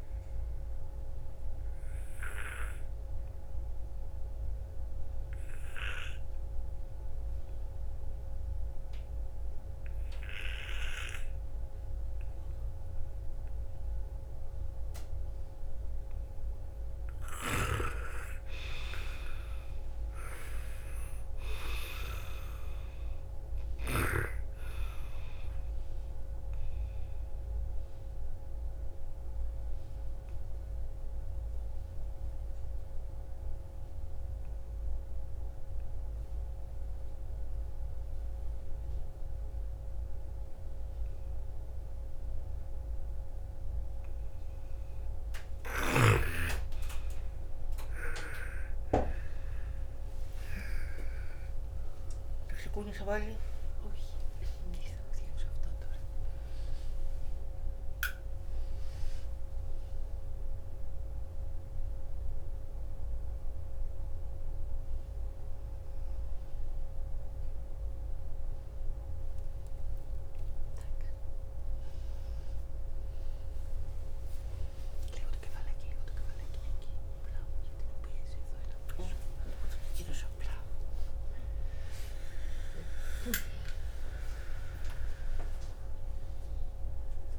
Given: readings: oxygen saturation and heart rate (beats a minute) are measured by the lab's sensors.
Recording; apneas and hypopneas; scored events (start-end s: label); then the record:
a person partly awake in a sleep study, by a room microphone; 2
0.00-8.50 s: oxygen desaturation (device-marked, oxygen 91% lowest, heart rate 47 extreme)
3.50-17.00 s: obstructive apnea (oxygen 98% before, 88% lowest, heart rate 82 before, 47 extreme, up 22 after)
19.00-22.00 s: arousal
20.50-36.50 s: oxygen desaturation (device-marked, oxygen 98% before, 90% lowest, heart rate 56 before, 45 extreme)
28.00-45.00 s: obstructive apnea (oxygen 98% before, 88% lowest, heart rate 57 before, 45 extreme, up 22 after)
44.50-69.50 s: oxygen desaturation (device-marked, oxygen 98% before, 88% lowest, heart rate 62 before, 56 extreme)
54.50-84.50 s: new sleep stage, awake
84.50-87.39 s: new sleep stage, N1 (lightest sleep)
From the record:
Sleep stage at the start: N2 (light sleep); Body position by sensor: on the front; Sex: female